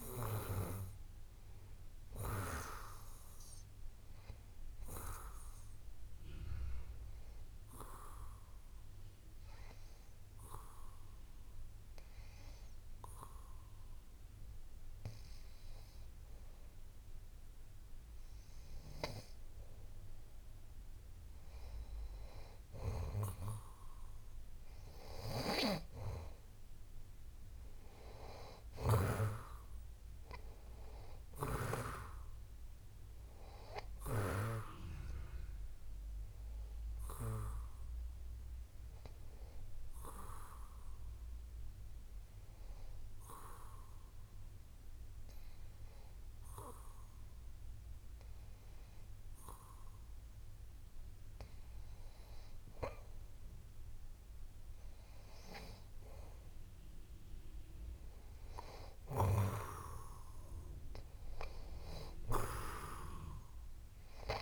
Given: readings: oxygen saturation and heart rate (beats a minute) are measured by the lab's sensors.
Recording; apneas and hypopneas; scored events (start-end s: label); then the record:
breathing in sleep by a room microphone; 2
8.50-22.00 s: obstructive apnea (oxygen 93% before, 91% lowest)
28.00-31.00 s: arousal
39.00-51.50 s: hypopnea (oxygen 94% before, 91% lowest)
56.50-60.50 s: arousal
From the record:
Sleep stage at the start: N2 (light sleep); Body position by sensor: on the back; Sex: male